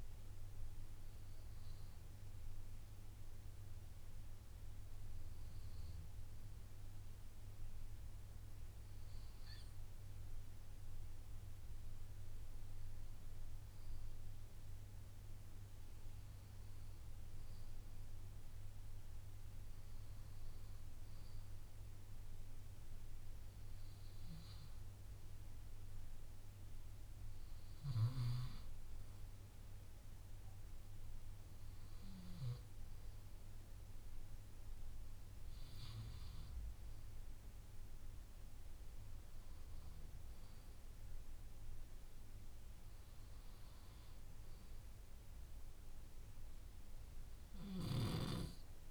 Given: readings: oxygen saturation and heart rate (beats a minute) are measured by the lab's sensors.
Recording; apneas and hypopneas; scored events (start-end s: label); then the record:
breathing in sleep, hard to hear, by a room microphone; none
35.00-48.91 s: new sleep stage, N2 (light sleep)
From the record:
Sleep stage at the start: N1 (lightest sleep); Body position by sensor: on the left side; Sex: male